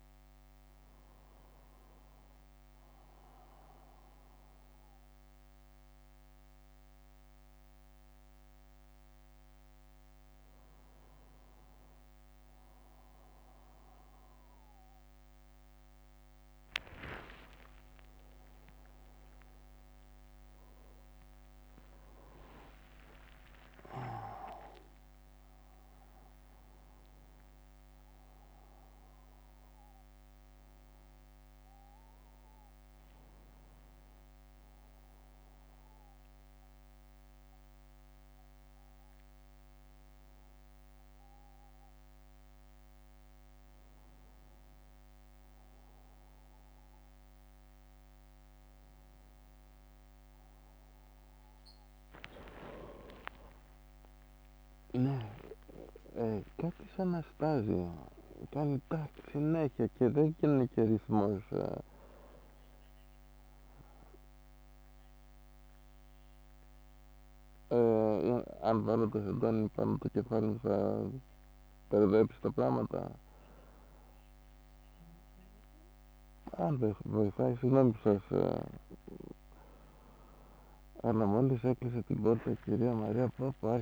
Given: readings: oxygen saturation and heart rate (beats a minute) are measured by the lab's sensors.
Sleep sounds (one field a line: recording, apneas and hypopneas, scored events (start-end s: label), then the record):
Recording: a person partly awake in a sleep study, by a microphone on the trachea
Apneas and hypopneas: none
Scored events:
17.00-22.50 s: arousal
20.00-44.00 s: drop in pulse transit time (device-marked, heart rate 64 before, 64 extreme)
27.00-29.00 s: long interval between heartbeats (device-marked, heart rate 63 before, 86 extreme)
52.50-54.50 s: long interval between heartbeats (device-marked, heart rate 70 before, 79 extreme)
55.00-60.00 s: snoring (device-marked)
55.00-83.82 s: new sleep stage, awake
77.50-82.00 s: snoring (device-marked)
From the record:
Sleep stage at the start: N1 (lightest sleep)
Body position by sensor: on the back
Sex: male